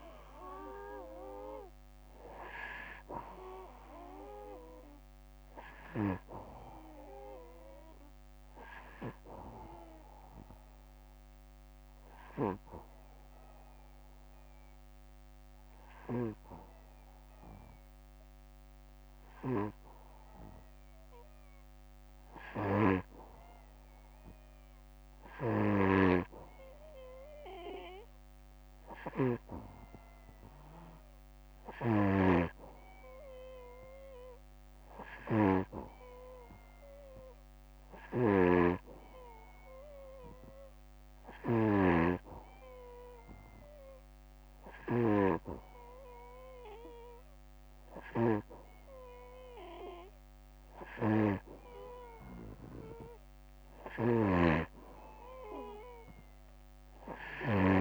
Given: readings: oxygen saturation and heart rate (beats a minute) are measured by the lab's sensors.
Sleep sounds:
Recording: breathing in sleep by a microphone on the trachea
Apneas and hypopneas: 1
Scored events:
9.50-21.50 s: obstructive apnea (oxygen 97% before, 92% lowest, heart rate 64 before, 60 extreme, up 4 after)
25.00-29.00 s: snoring (device-marked)
26.00-28.50 s: arousal
31.00-57.00 s: snoring (device-marked)
From the record:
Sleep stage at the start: N2 (light sleep)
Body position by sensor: on the back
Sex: male

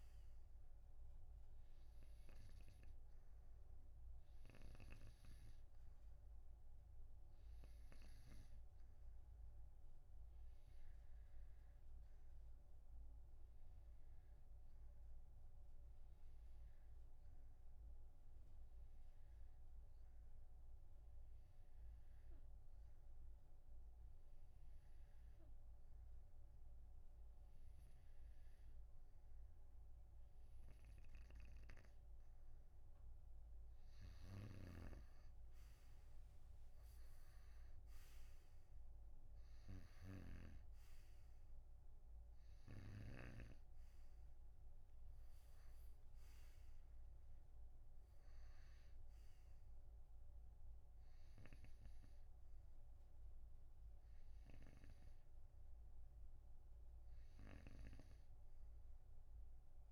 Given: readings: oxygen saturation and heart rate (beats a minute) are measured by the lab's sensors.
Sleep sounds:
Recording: breathing in sleep by a room microphone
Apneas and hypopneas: 1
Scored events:
0.00-4.00 s: arousal
12.50-32.00 s: hypopnea (oxygen 95% before, 89% lowest)
34.00-37.00 s: arousal
34.50-43.50 s: snoring (device-marked)
36.50-58.50 s: oxygen desaturation (device-marked, oxygen 92% before, 89% lowest)
From the record:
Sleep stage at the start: REM sleep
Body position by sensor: on the right side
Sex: male

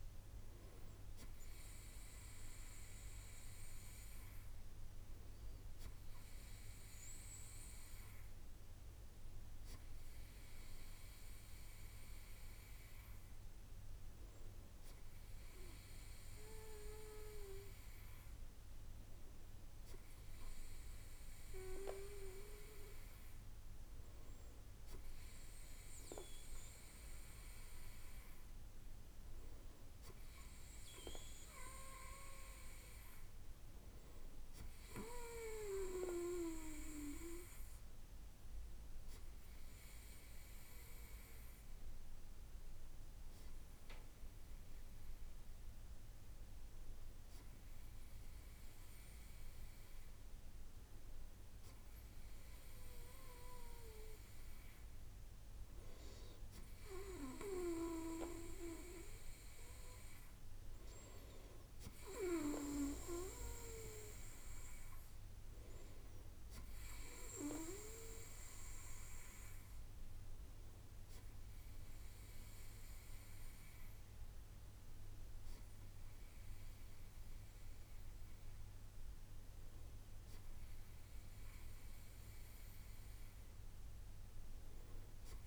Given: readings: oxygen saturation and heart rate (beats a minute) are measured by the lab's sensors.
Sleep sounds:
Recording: breathing in sleep by a room microphone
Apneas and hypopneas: none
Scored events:
none scored
From the record:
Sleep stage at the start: N2 (light sleep)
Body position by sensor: on the right side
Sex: male

